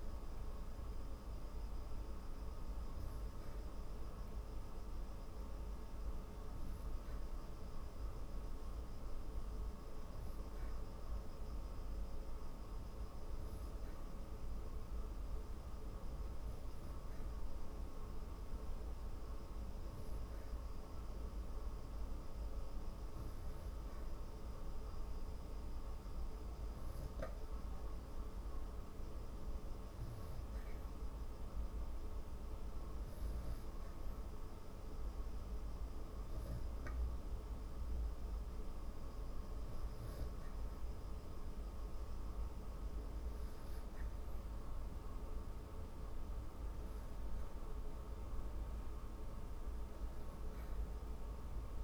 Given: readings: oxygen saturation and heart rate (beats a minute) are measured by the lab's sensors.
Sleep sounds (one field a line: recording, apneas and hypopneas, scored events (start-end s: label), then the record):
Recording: breathing in sleep, hard to hear, by a room microphone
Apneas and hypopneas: none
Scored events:
none scored
From the record:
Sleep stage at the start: N3 (deep sleep)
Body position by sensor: on the back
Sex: female